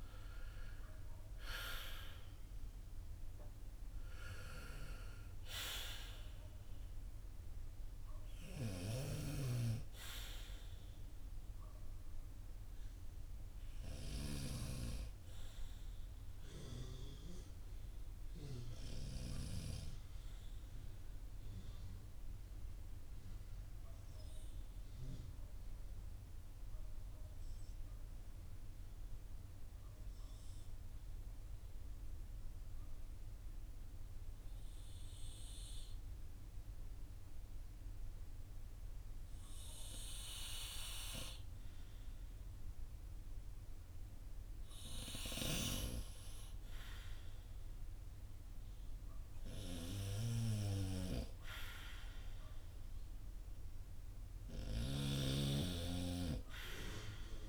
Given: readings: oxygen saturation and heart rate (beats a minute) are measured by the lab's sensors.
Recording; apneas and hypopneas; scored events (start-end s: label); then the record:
breathing in sleep by a room microphone; 1
20.00-42.00 s: obstructive apnea (oxygen 97% before, 92% lowest, heart rate 56 before, 35 extreme, up 21 after)
45.50-50.50 s: arousal
54.00-57.48 s: snoring (device-marked)
From the record:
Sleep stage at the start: N2 (light sleep); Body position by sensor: on the back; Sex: male